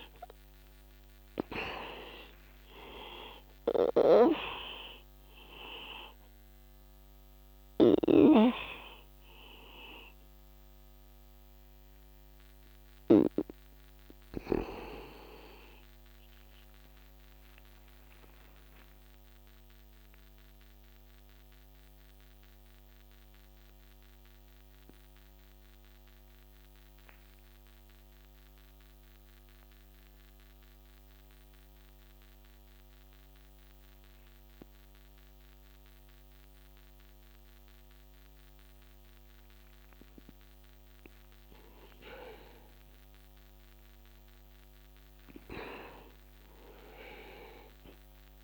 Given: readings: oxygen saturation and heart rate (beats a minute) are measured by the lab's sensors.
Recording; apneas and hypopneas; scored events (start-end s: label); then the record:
breathing in sleep by a microphone on the trachea; 1
0.00-29.00 s: oxygen desaturation (device-marked, oxygen 84% lowest, heart rate 62 extreme)
20.00-42.50 s: obstructive apnea (oxygen 92% before, 88% lowest, heart rate 73 before, 63 extreme, up 1 after)
45.00-48.43 s: arousal
From the record:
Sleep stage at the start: N2 (light sleep); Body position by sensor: on the back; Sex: male